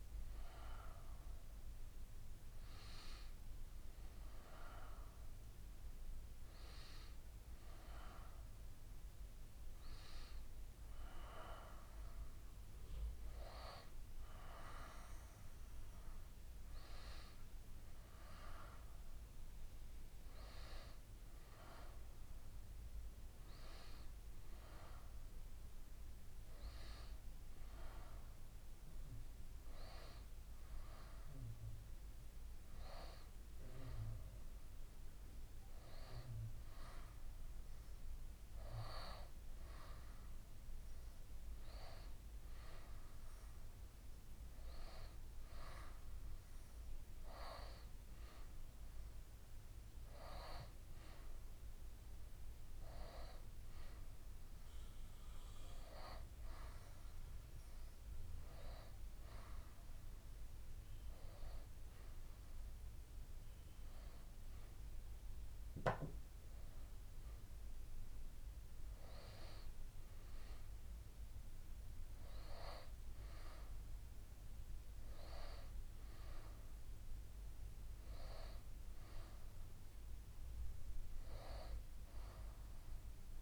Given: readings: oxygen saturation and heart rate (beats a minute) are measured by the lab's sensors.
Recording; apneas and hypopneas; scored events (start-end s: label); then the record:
breathing in sleep by a room microphone; none
none scored
From the record:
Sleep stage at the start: N1 (lightest sleep); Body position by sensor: on the right side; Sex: female